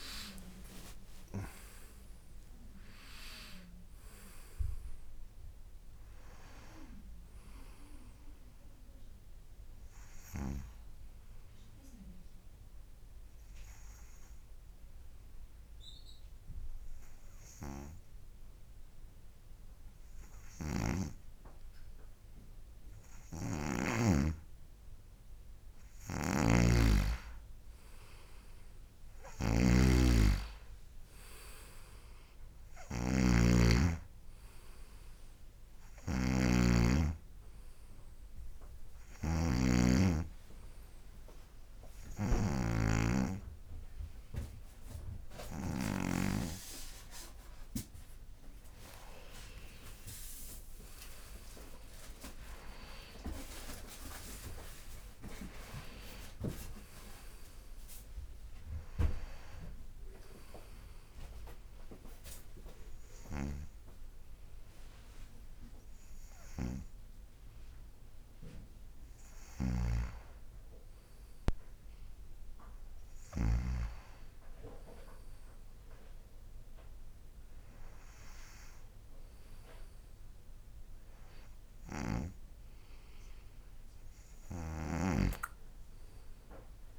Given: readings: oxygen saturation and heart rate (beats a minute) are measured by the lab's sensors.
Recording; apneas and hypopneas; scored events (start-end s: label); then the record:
breathing in sleep by a room microphone; 3
0.00-3.00 s: tachycardia (device-marked, heart rate 74 before, 100 extreme)
9.50-24.50 s: obstructive apnea (oxygen 95% before, 92% lowest, heart rate 85 before, 63 extreme, up 8 after)
26.50-30.00 s: arousal
26.50-46.50 s: snoring (device-marked)
28.00-50.00 s: oxygen desaturation (device-marked, oxygen 97% before, 92% lowest, heart rate 69 before, 64 extreme)
39.50-49.50 s: obstructive apnea (oxygen 97% before, 92% lowest, heart rate 70 before, 64 extreme, up 12 after)
51.00-55.50 s: arousal
61.00-71.50 s: obstructive apnea (oxygen 96% before, 90% lowest, heart rate 73 before, 64 extreme, up 7 after)
70.00-74.00 s: snoring (device-marked)
73.00-76.50 s: arousal
85.00-86.99 s: snoring (device-marked)
From the record:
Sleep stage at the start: N2 (light sleep); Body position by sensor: on the right side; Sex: male